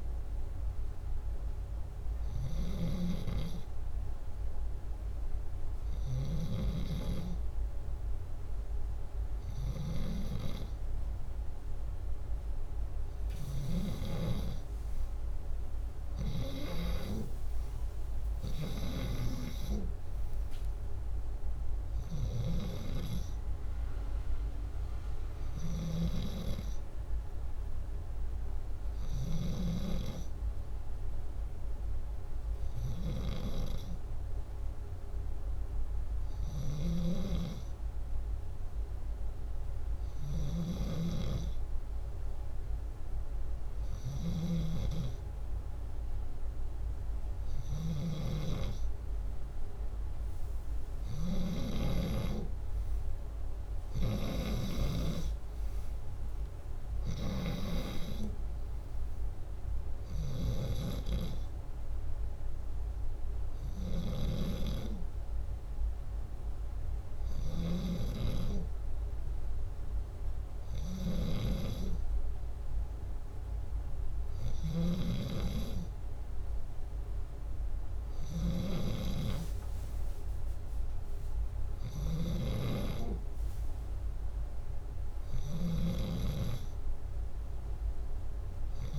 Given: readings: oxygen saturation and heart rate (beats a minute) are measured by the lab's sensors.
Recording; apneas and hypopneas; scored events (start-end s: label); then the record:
breathing in sleep by a room microphone; none
0.00-6.00 s: snoring (device-marked)
25.00-29.00 s: snoring (device-marked)
36.00-54.50 s: snoring (device-marked)
63.50-88.99 s: snoring (device-marked)
From the record:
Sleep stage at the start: N2 (light sleep); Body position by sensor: upright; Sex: male